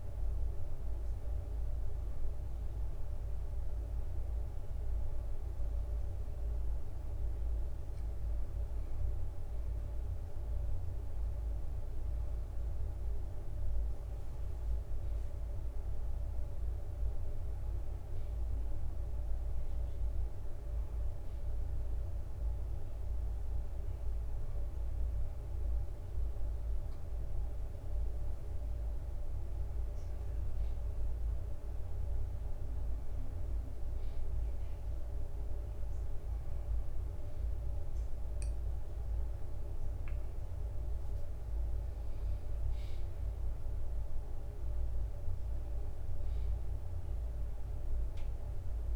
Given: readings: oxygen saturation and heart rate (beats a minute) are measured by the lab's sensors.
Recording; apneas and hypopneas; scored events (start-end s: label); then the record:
breathing in sleep, hard to hear, by a room microphone; none
0.00-34.00 s: bradycardia (device-marked, heart rate 55 extreme)
25.00-48.96 s: new sleep stage, N2 (light sleep)
39.50-43.50 s: arousal
44.00-48.96 s: bradycardia (device-marked, heart rate 69 before, 54 extreme)
From the record:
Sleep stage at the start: N1 (lightest sleep); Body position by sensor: on the back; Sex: male